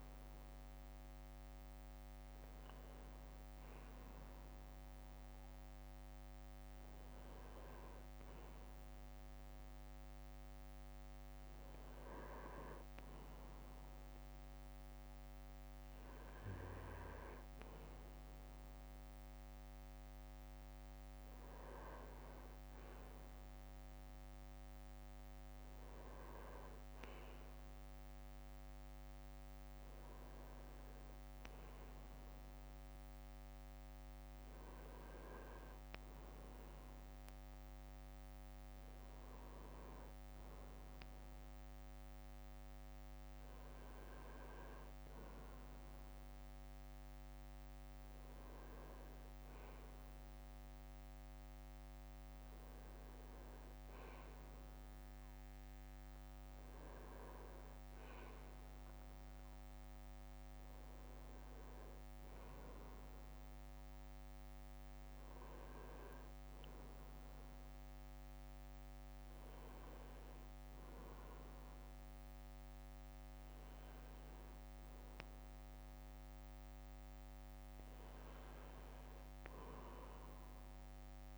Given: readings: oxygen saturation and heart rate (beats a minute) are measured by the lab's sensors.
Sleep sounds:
a person partly awake in a sleep study, hard to hear, by a microphone on the trachea; none
35.00-65.00 s: new sleep stage, N1 (lightest sleep)
65.00-81.38 s: new sleep stage, N2 (light sleep)
From the record:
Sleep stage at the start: awake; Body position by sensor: on the back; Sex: male

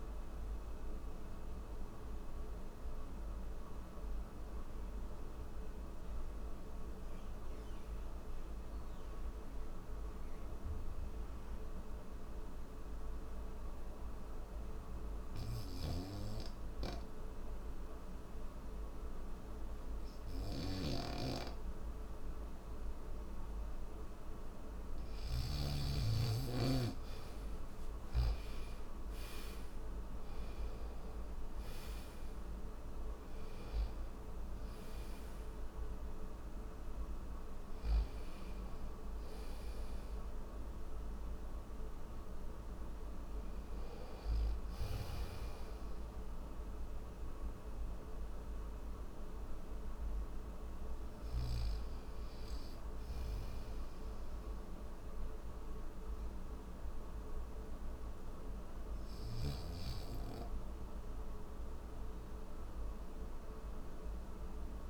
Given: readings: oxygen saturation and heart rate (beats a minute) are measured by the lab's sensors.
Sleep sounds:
breathing in sleep by a room microphone; none
20.00-25.00 s: snoring (device-marked)
24.50-53.50 s: oxygen desaturation (device-marked, oxygen 97% before, 89% lowest, heart rate 62 before, 61 extreme)
From the record:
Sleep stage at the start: N1 (lightest sleep); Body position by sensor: on the back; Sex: male

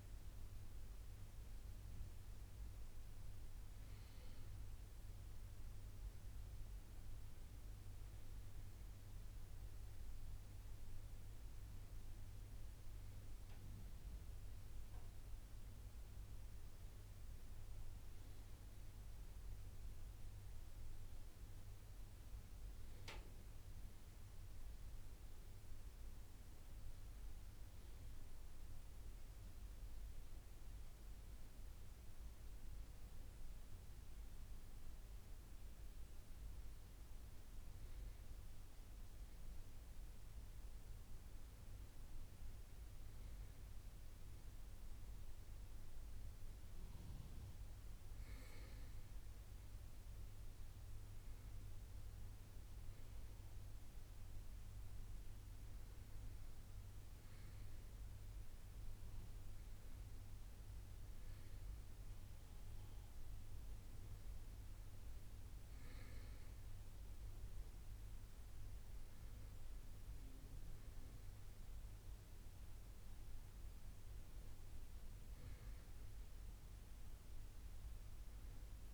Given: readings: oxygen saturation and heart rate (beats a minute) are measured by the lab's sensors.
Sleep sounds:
breathing in sleep, hard to hear, by a room microphone; none
none scored
From the record:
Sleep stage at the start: N2 (light sleep); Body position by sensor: on the right side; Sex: male

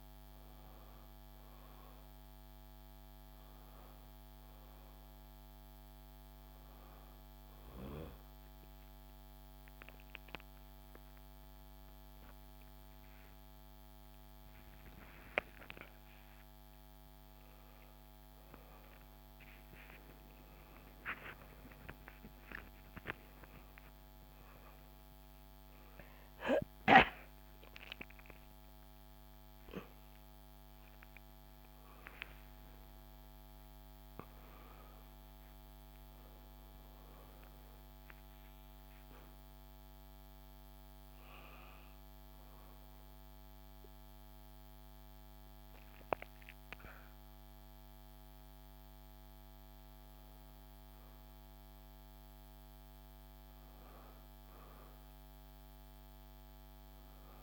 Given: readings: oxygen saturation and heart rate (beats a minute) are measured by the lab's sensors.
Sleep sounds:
breathing in sleep by a microphone on the trachea; 1
0.00-1.00 s: arousal
6.50-16.50 s: obstructive apnea (oxygen 93% before, 92% lowest, heart rate 69 before, 72 extreme, up 6 after)
26.00-30.00 s: arousal
34.50-36.50 s: long interval between heartbeats (device-marked, heart rate 74 before, 86 extreme)
From the record:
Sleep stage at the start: N1 (lightest sleep); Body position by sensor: on the back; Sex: female

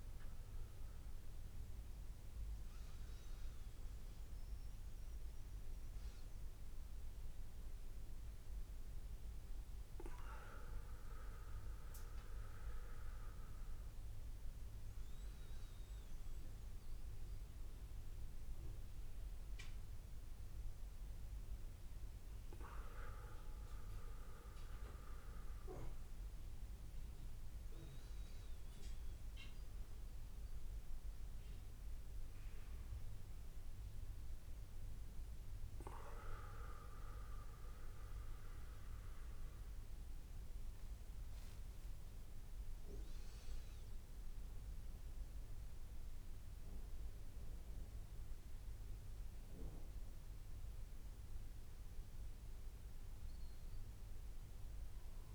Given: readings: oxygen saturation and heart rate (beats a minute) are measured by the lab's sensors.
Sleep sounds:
breathing in sleep by a room microphone; none
38.00-41.50 s: arousal
From the record:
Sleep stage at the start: N1 (lightest sleep); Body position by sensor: on the back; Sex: male

